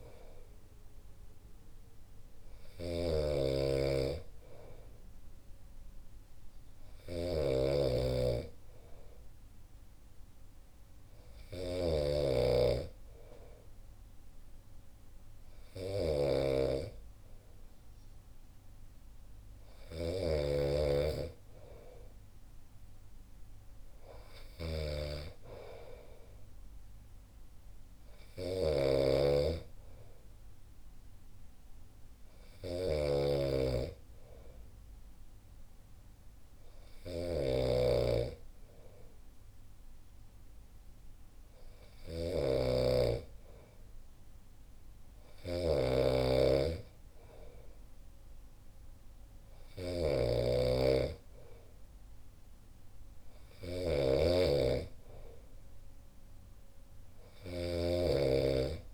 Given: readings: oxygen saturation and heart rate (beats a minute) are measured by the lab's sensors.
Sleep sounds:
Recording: breathing in sleep by a room microphone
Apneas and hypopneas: none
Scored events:
0.00-58.94 s: snoring (device-marked)
From the record:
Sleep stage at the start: N2 (light sleep)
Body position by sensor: on the back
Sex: male

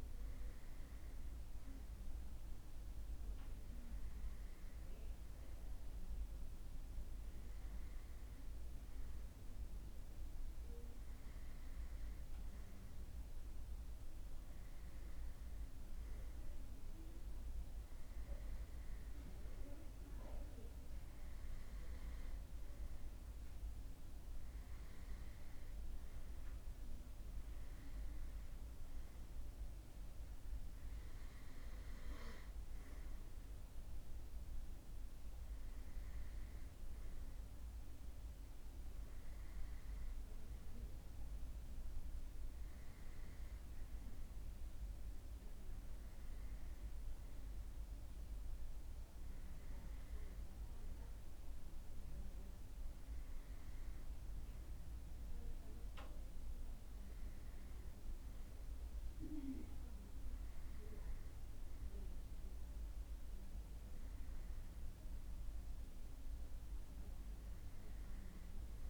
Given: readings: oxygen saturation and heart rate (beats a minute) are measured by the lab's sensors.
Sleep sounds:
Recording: breathing in sleep, hard to hear, by a room microphone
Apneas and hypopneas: none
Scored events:
none scored
From the record:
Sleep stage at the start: N2 (light sleep)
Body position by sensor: on the right side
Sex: male

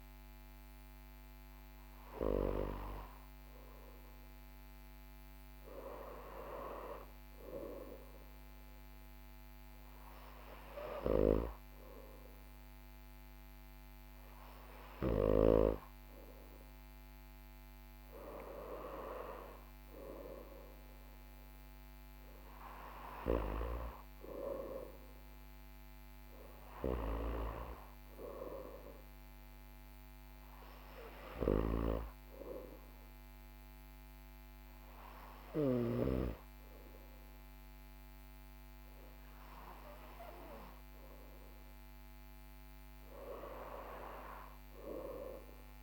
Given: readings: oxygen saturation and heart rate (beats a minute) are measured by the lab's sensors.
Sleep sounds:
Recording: breathing in sleep by a microphone on the trachea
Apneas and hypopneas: none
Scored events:
none scored
From the record:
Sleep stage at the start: N2 (light sleep)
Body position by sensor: on the right side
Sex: male

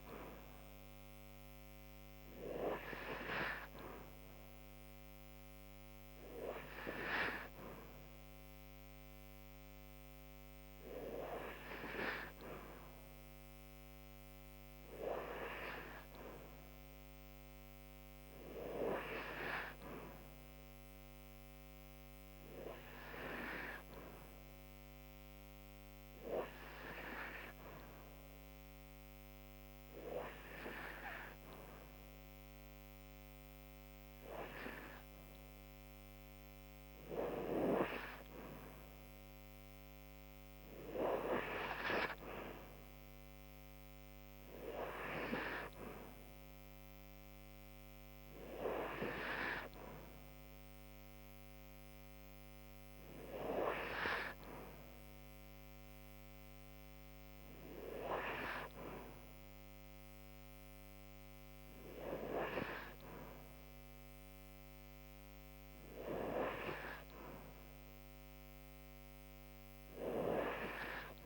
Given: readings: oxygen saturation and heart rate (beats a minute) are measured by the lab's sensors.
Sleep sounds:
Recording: breathing in sleep by a microphone on the trachea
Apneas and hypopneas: 1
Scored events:
24.50-36.00 s: hypopnea (oxygen 95% before, 94% lowest, heart rate 78 before, 76 extreme, up 1 after)
38.00-41.50 s: arousal
From the record:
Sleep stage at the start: N2 (light sleep)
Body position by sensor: on the right side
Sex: female

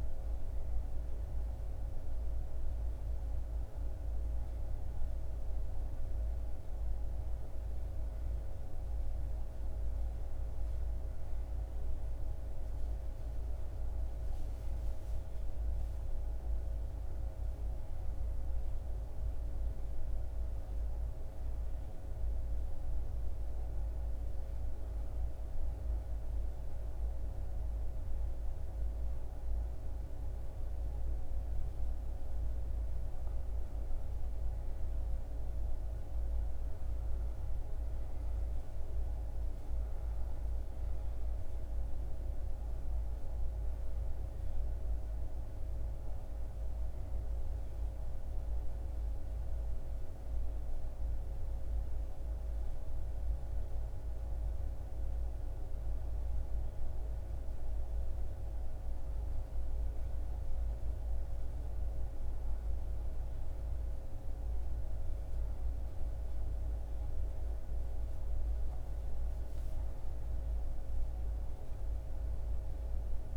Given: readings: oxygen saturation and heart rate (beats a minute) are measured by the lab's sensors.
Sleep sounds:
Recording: breathing in sleep, hard to hear, by a room microphone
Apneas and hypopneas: 2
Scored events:
21.50-31.50 s: hypopnea (oxygen 96% before, 94% lowest, heart rate 78 before, 74 extreme, up 2 after)
36.00-40.50 s: arousal
47.00-57.50 s: hypopnea (oxygen 96% before, 94% lowest, heart rate 76 before, 76 extreme, up 2 after)
62.50-66.50 s: arousal
From the record:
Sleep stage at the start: N2 (light sleep)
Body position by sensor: on the back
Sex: male

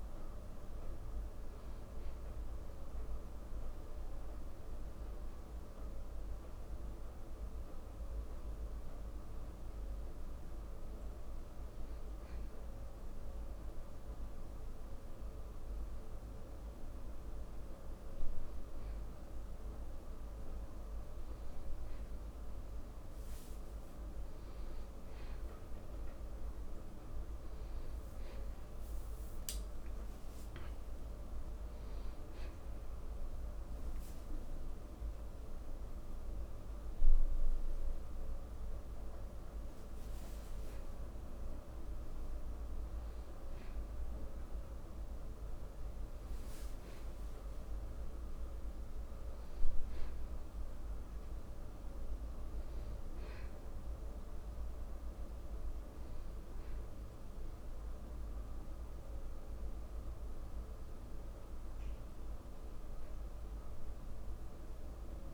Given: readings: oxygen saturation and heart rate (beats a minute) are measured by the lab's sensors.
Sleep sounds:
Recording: a person awake in a sleep study, hard to hear, by a room microphone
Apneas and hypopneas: none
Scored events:
none scored
From the record:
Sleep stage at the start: awake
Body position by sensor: on the back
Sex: male

